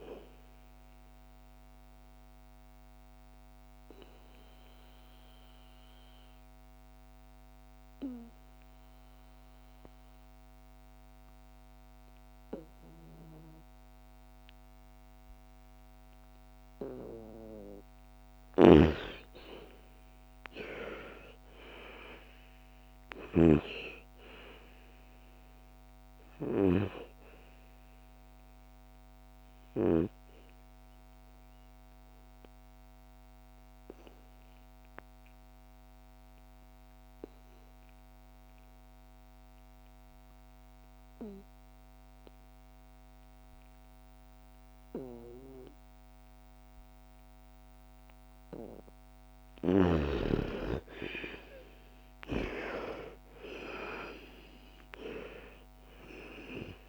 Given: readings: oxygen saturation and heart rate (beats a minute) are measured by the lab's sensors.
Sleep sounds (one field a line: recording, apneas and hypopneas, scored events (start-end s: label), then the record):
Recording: breathing in sleep by a microphone on the trachea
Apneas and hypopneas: 2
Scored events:
0.00-13.50 s: oxygen desaturation (device-marked, oxygen 85% lowest, heart rate 55 extreme)
0.50-17.50 s: obstructive apnea (oxygen 99% before, 84% lowest, heart rate 63 before, 56 extreme, up 13 after)
19.00-23.50 s: arousal
24.50-36.50 s: oxygen desaturation (device-marked, oxygen 99% before, 89% lowest, heart rate 58 before, 57 extreme)
28.00-47.00 s: obstructive apnea (oxygen 99% before, 83% lowest, heart rate 60 before, 57 extreme, up 12 after)
49.00-53.00 s: arousal
50.50-56.88 s: oxygen desaturation (device-marked, oxygen 98% before, 84% lowest, heart rate 59 before, 55 extreme)
From the record:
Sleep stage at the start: N2 (light sleep)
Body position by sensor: on the back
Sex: female